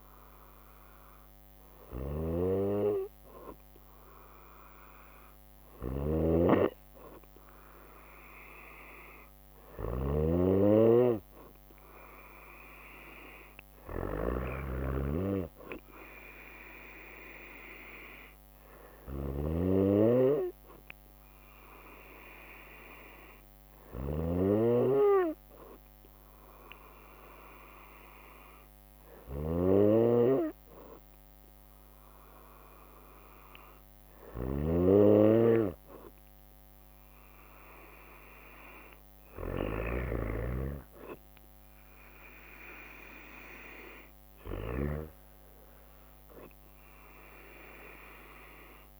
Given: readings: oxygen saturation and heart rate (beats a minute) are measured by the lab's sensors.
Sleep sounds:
breathing in sleep by a microphone on the trachea; none
0.00-49.00 s: snoring (device-marked)
42.00-49.00 s: drop in pulse transit time (device-marked, heart rate 61 before, 60 extreme)
From the record:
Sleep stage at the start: N2 (light sleep); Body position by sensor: on the right side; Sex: female

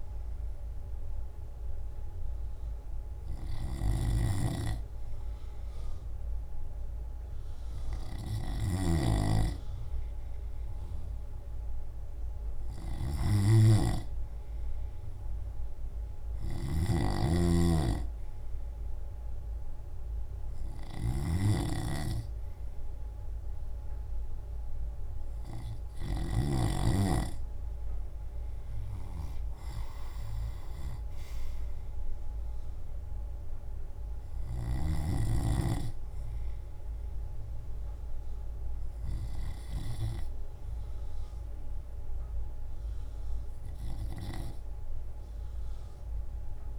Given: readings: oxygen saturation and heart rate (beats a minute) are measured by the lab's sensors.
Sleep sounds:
breathing in sleep by a room microphone; none
0.00-4.00 s: drop in pulse transit time (device-marked, heart rate 54 extreme)
19.00-39.00 s: oxygen desaturation (device-marked, oxygen 94% before, 91% lowest, heart rate 58 before, 55 extreme)
40.50-44.00 s: arousal
From the record:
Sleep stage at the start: N2 (light sleep); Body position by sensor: on the left side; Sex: male

